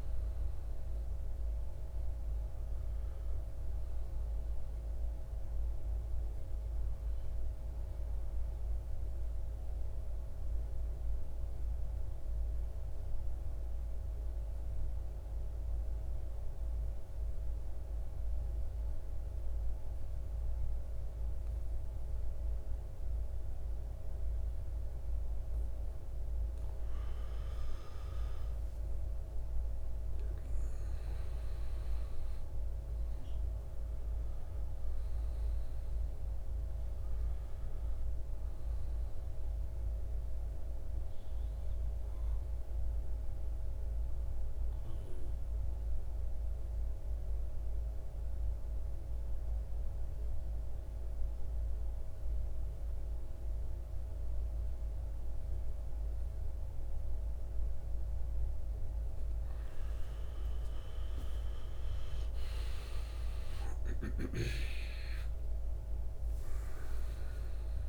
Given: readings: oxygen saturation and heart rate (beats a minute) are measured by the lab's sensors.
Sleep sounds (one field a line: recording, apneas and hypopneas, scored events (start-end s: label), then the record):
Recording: breathing in sleep, hard to hear, by a room microphone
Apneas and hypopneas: 2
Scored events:
0.00-16.50 s: oxygen desaturation (device-marked, oxygen 89% lowest, heart rate 48 extreme)
8.00-24.50 s: central apnea (oxygen 98% before, 89% lowest, heart rate 60 before, 48 extreme, up 11 after)
27.50-32.50 s: arousal
33.50-52.50 s: oxygen desaturation (device-marked, oxygen 97% before, 89% lowest, heart rate 54 before, 48 extreme)
42.00-58.50 s: mixed apnea (oxygen 97% before, 89% lowest, heart rate 59 before, 48 extreme, up 13 after)
60.50-65.50 s: arousal
64.50-67.88 s: oxygen desaturation (device-marked, oxygen 98% before, 90% lowest, heart rate 52 before, 48 extreme)
From the record:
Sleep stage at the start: N2 (light sleep)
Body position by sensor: on the back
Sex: male